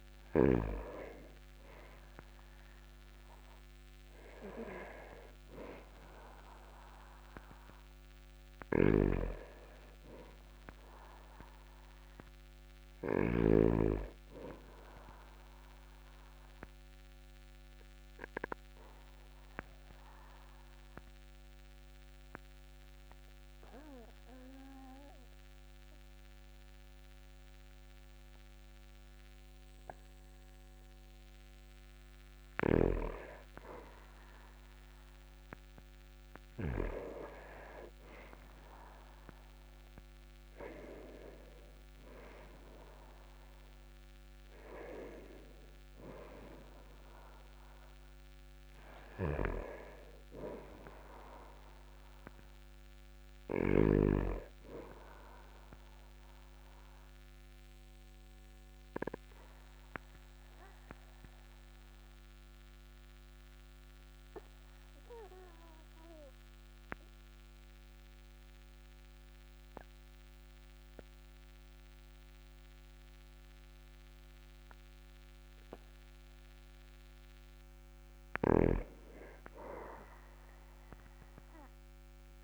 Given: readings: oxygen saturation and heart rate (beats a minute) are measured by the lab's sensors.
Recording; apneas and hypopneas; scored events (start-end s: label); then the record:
breathing in sleep by a microphone on the trachea; 2
16.50-32.00 s: obstructive apnea (oxygen 99% before, 97% lowest, heart rate 44 before, 43 extreme, up 6 after)
34.50-38.50 s: arousal
56.50-77.50 s: obstructive apnea (oxygen 98% before, 96% lowest, heart rate 47 before, 38 extreme, up 5 after)
80.00-82.44 s: arousal
From the record:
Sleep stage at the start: N2 (light sleep); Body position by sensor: on the back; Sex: male